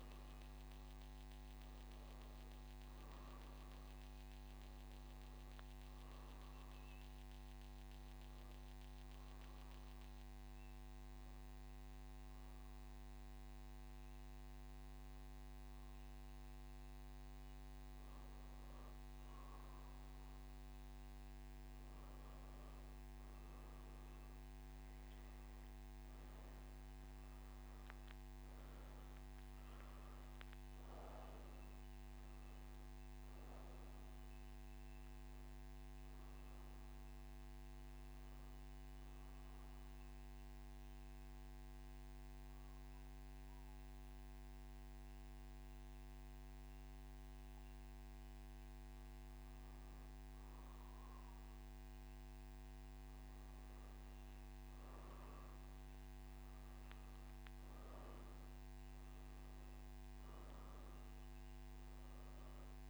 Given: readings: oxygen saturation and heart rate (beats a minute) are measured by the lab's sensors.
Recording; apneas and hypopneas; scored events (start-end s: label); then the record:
breathing in sleep, hard to hear, by a microphone on the trachea; 2
8.50-21.00 s: obstructive apnea (oxygen 95% before, 92% lowest, heart rate 62 before, 60 extreme, up 2 after)
33.50-56.50 s: oxygen desaturation (device-marked, oxygen 95% before, 92% lowest, heart rate 62 before, 60 extreme)
39.50-53.00 s: obstructive apnea (oxygen 95% before, 92% lowest, heart rate 62 before, 60 extreme, up 2 after)
From the record:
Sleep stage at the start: N1 (lightest sleep); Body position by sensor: on the back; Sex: male